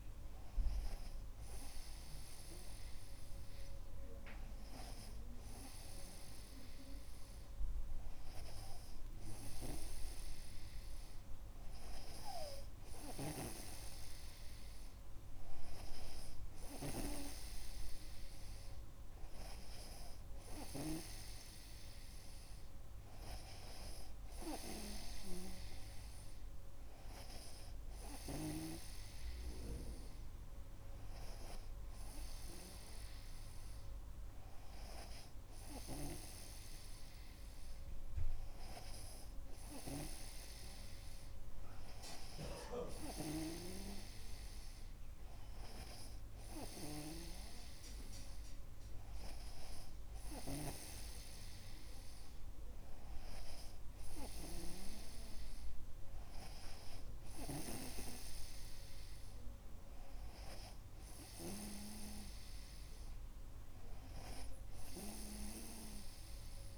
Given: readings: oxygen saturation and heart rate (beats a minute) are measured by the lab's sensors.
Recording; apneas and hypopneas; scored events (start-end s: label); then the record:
breathing in sleep by a room microphone; none
none scored
From the record:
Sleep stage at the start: N2 (light sleep); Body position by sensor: on the right side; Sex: male